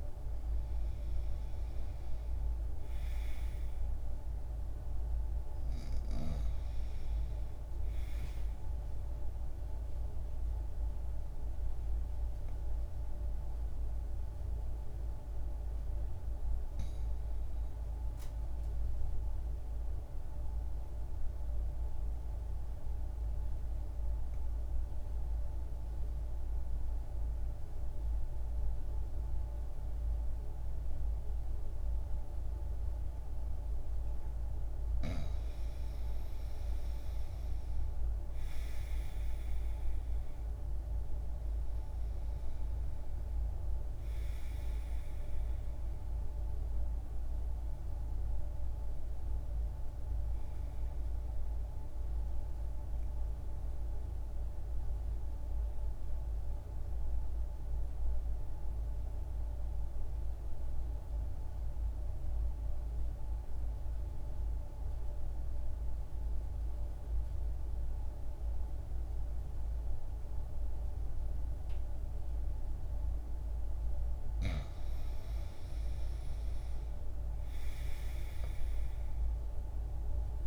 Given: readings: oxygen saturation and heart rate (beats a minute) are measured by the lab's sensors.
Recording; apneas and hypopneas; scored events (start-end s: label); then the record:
breathing in sleep, hard to hear, by a room microphone; 2
3.00-23.00 s: oxygen desaturation (device-marked, oxygen 95% before, 88% lowest, heart rate 63 before, 60 extreme)
19.00-34.00 s: obstructive apnea (oxygen 96% before, 81% lowest, heart rate 76 before, 60 extreme, up 3 after)
35.50-39.50 s: arousal
36.00-64.00 s: oxygen desaturation (device-marked, oxygen 95% before, 81% lowest, heart rate 61 before, 60 extreme)
52.50-73.50 s: mixed apnea (oxygen 95% before, 81% lowest, heart rate 63 before, 60 extreme, up 1 after)
74.50-80.00 s: arousal
78.00-80.47 s: oxygen desaturation (device-marked, oxygen 97% before, 83% lowest, heart rate 62 before, 60 extreme)
From the record:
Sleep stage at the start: N2 (light sleep); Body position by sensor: on the right side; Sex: male